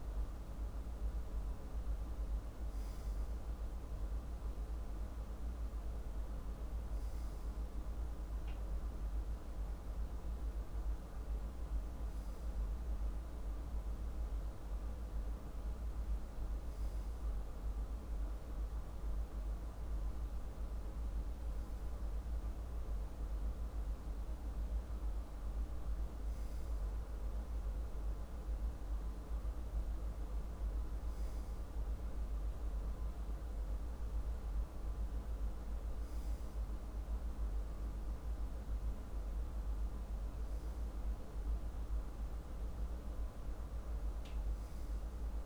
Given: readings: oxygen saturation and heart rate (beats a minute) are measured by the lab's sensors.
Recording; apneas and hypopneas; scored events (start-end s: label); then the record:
breathing in sleep, hard to hear, by a room microphone; none
none scored
From the record:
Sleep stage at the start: N1 (lightest sleep); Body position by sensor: on the left side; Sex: male